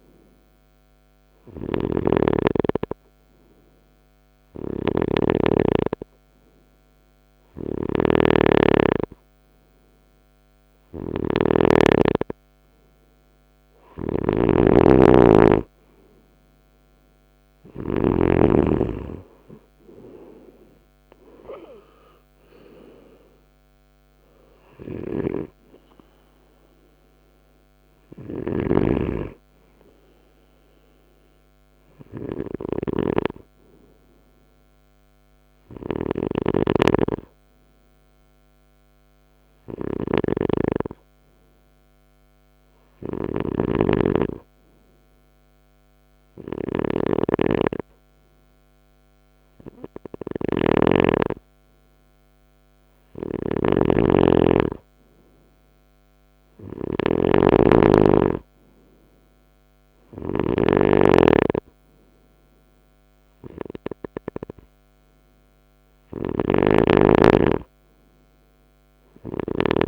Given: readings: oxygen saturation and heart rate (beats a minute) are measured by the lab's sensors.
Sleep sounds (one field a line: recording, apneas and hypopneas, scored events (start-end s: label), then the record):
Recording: breathing in sleep by a microphone on the trachea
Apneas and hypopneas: 2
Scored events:
0.00-4.50 s: snoring (device-marked)
2.50-12.50 s: hypopnea (oxygen 95% before, 94% lowest, heart rate 67 before, 62 extreme, up 12 after)
6.50-17.50 s: snoring (device-marked)
18.50-22.00 s: arousal
27.50-69.88 s: snoring (device-marked)
44.50-54.50 s: hypopnea (oxygen 97% before, 94% lowest, heart rate 66 before, 64 extreme, up 8 after)
57.50-60.50 s: arousal
From the record:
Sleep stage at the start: N2 (light sleep)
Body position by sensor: on the right side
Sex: male